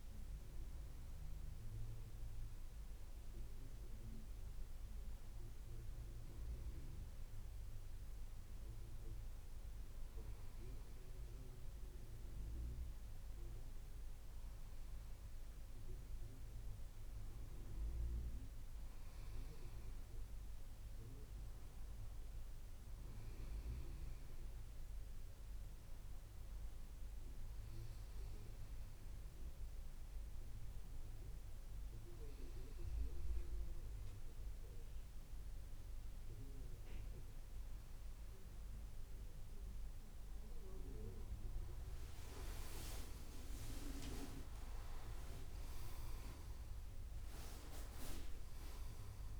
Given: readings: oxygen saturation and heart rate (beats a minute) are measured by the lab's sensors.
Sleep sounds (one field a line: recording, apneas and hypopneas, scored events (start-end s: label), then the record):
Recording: breathing in sleep by a room microphone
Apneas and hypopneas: none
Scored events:
42.00-49.40 s: leg movement (device-marked)
From the record:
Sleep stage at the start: N1 (lightest sleep)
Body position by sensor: on the back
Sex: male